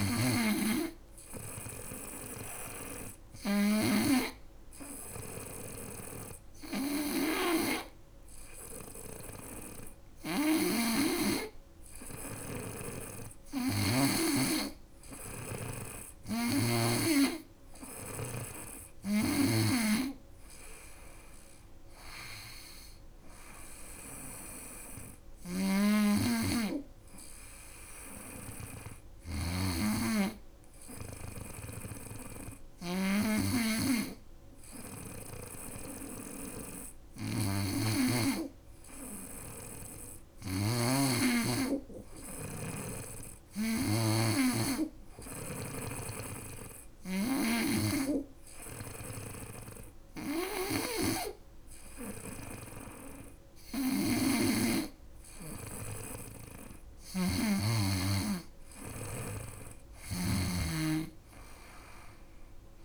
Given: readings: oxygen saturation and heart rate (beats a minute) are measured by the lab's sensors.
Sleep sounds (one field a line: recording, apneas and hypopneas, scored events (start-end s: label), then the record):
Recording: breathing in sleep by a room microphone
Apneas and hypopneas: 1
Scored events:
0.00-3.00 s: snoring (device-marked)
9.50-16.00 s: snoring (device-marked)
24.50-28.50 s: snoring (device-marked)
30.50-59.50 s: snoring (device-marked)
35.00-40.00 s: arousal
43.50-54.00 s: hypopnea (oxygen 97% before, 95% lowest, heart rate 79 before, 74 extreme, up 5 after)
57.50-60.50 s: arousal
From the record:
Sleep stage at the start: N2 (light sleep)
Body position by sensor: on the right side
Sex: female